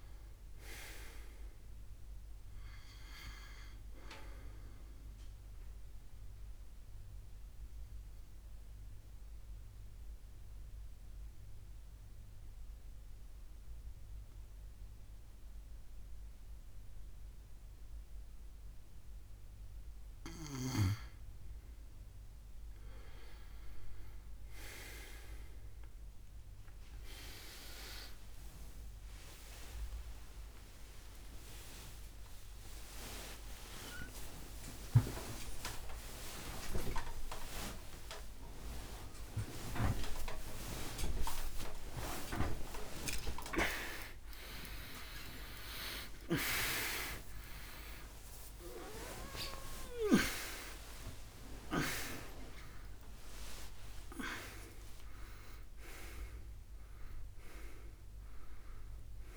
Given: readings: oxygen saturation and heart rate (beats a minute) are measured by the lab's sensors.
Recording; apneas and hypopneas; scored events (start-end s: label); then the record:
a person partly awake in a sleep study, by a room microphone; 1
5.50-20.50 s: obstructive apnea (oxygen 96% before, 92% lowest, heart rate 80 before, 66 extreme, up 21 after)
39.00-59.37 s: new sleep stage, awake
From the record:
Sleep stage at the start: N2 (light sleep); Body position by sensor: on the back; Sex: male